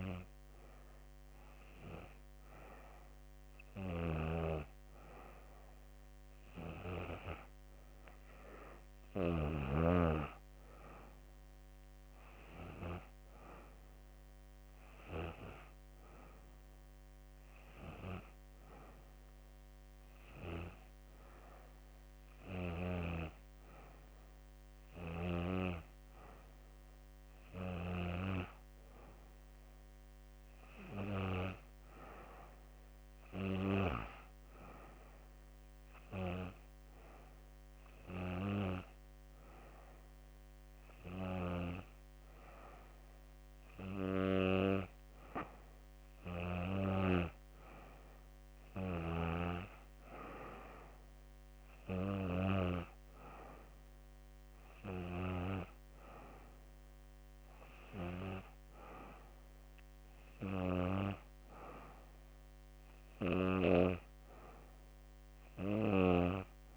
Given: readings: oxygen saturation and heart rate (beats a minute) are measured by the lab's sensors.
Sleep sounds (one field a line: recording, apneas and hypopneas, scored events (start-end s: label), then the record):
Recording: breathing in sleep by a microphone on the trachea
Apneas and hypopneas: none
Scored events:
none scored
From the record:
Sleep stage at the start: N2 (light sleep)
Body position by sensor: on the back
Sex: female